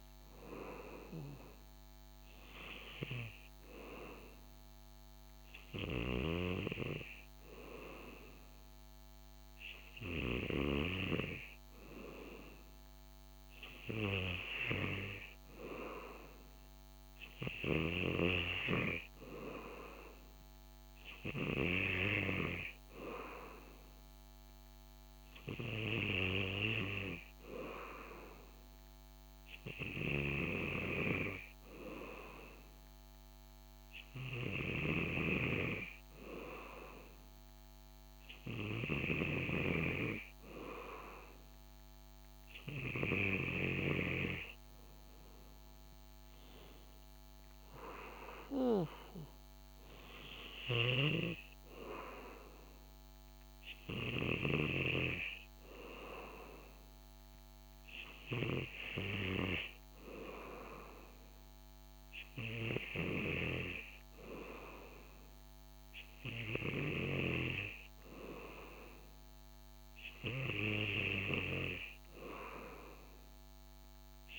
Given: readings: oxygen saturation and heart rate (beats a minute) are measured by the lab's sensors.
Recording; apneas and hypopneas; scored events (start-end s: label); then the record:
breathing in sleep by a microphone on the trachea; none
none scored
From the record:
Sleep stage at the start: N2 (light sleep); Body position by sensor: on the back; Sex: male